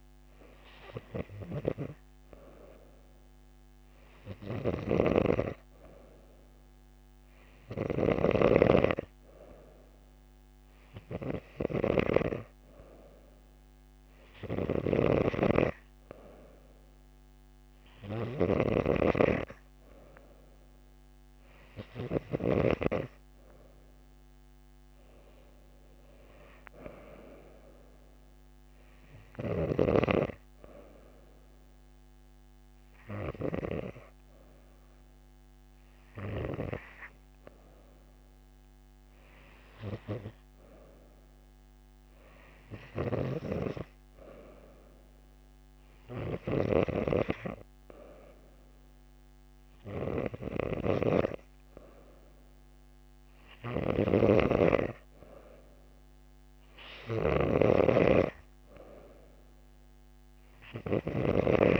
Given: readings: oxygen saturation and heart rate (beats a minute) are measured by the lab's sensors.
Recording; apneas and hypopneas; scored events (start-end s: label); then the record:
breathing in sleep by a microphone on the trachea; none
none scored
From the record:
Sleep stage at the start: N2 (light sleep); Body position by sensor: on the back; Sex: female